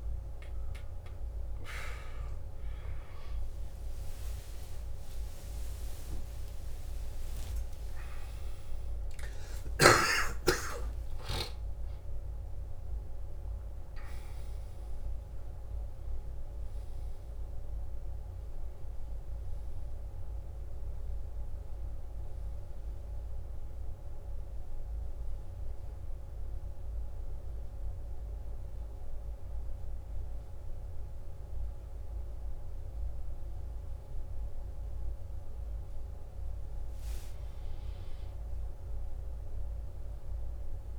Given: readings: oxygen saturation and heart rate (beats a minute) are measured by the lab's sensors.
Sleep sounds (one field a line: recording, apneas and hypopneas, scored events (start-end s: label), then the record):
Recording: breathing in sleep, hard to hear, by a room microphone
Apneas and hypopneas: none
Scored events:
0.00-1.00 s: arousal
0.00-32.50 s: oxygen desaturation (device-marked, oxygen 91% lowest, heart rate 56 extreme)
37.00-40.99 s: arousal
From the record:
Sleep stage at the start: N1 (lightest sleep)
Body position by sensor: on the back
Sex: male